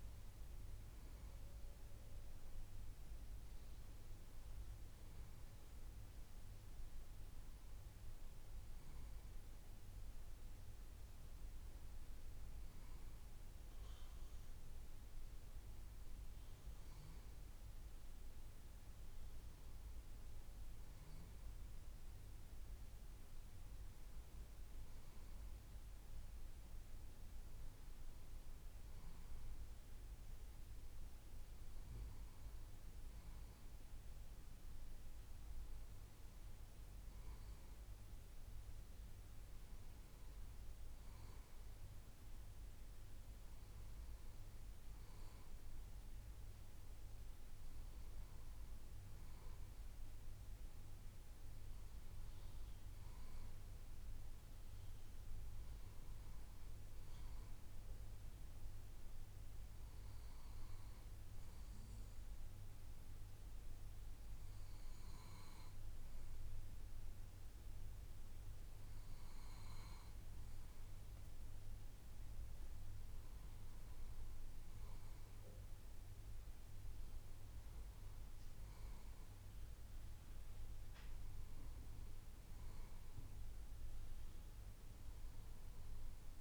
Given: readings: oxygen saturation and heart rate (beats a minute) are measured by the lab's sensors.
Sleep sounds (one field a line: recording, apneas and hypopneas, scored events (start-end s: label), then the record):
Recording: breathing in sleep, hard to hear, by a room microphone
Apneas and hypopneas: none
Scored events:
none scored
From the record:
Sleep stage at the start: N2 (light sleep)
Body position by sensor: on the left side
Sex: male